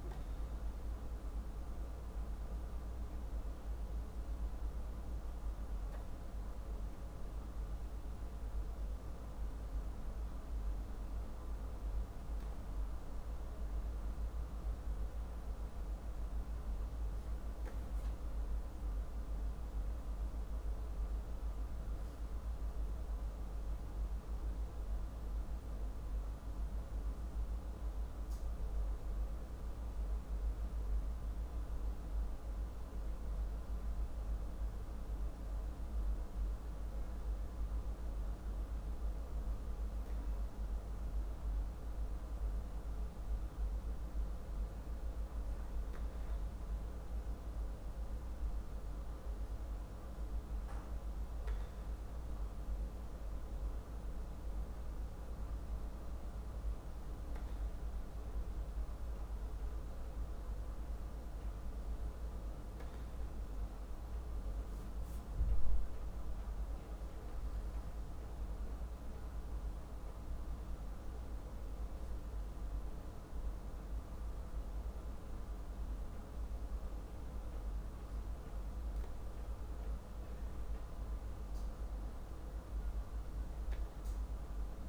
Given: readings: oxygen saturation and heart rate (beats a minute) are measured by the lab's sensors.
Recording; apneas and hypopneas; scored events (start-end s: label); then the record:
breathing in sleep, hard to hear, by a room microphone; none
0.00-3.50 s: oxygen desaturation (device-marked, oxygen 92% lowest, heart rate 50 extreme)
66.00-70.50 s: arousal
From the record:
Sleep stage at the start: N2 (light sleep); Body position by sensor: on the back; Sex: male